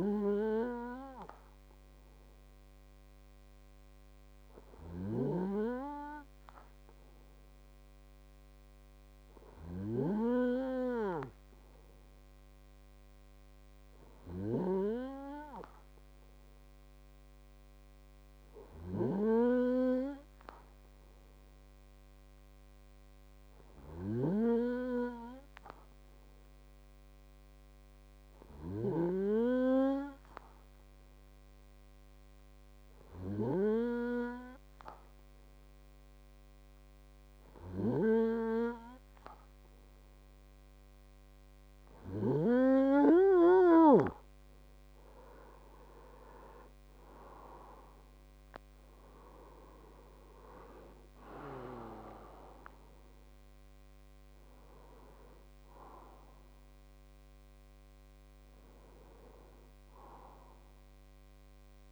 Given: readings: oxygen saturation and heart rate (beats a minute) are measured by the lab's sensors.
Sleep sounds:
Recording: breathing in sleep by a microphone on the trachea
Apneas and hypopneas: 1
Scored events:
24.50-38.00 s: hypopnea (oxygen 97% before, 93% lowest, heart rate 95 before, 93 extreme, up 56 after)
46.50-50.50 s: arousal
From the record:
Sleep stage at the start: N2 (light sleep)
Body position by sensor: on the right side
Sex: male

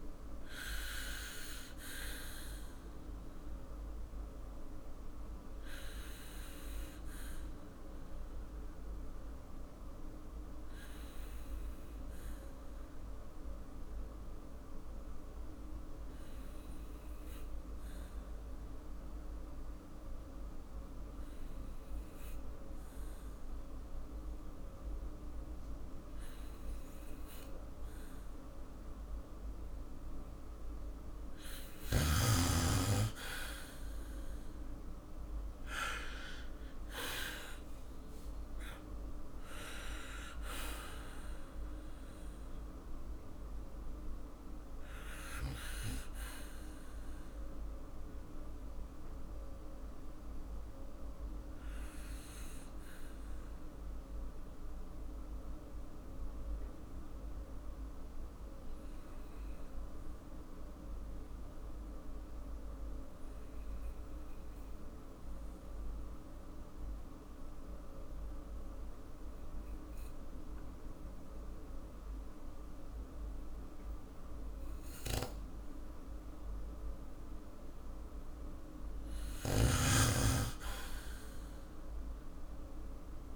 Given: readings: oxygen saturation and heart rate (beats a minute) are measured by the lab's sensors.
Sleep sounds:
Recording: breathing in sleep by a room microphone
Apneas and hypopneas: 2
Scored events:
0.50-30.50 s: obstructive apnea (oxygen 99% before, 93% lowest, heart rate 56 before, 48 extreme, up 7 after)
20.00-32.00 s: oxygen desaturation (device-marked, oxygen 96% before, 93% lowest, heart rate 54 before, 48 extreme)
33.00-39.00 s: arousal
48.50-77.50 s: obstructive apnea (oxygen 97% before, 94% lowest, heart rate 56 before, 46 extreme, up 5 after)
78.50-83.36 s: arousal
79.00-83.36 s: snoring (device-marked)
From the record:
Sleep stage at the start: N2 (light sleep)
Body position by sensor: on the back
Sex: male

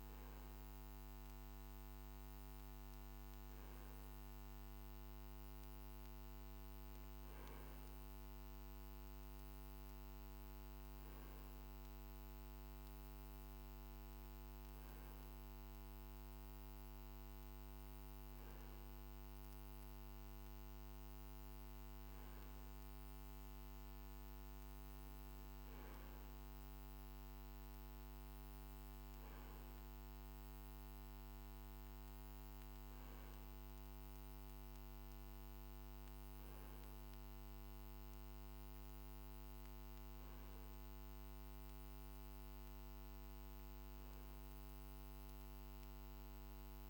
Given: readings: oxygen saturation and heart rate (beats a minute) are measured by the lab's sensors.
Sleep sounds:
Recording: breathing in sleep, hard to hear, by a microphone on the trachea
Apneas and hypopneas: none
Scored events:
none scored
From the record:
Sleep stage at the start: N2 (light sleep)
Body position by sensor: on the right side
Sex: male

